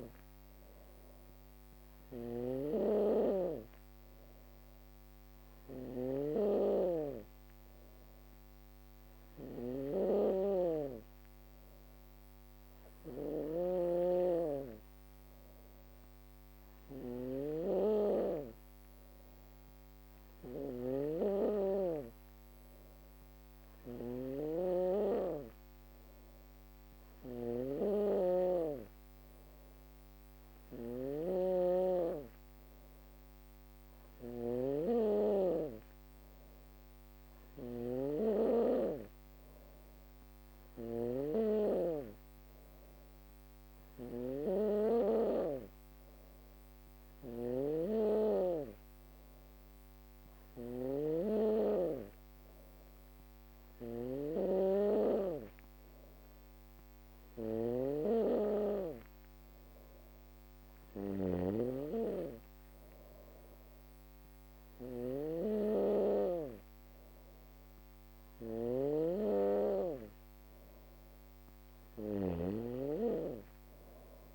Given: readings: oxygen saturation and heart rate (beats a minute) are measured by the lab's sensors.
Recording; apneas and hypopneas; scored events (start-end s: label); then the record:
breathing in sleep by a microphone on the trachea; none
0.00-74.35 s: snoring (device-marked)
From the record:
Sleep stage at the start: N2 (light sleep); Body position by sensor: on the back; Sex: female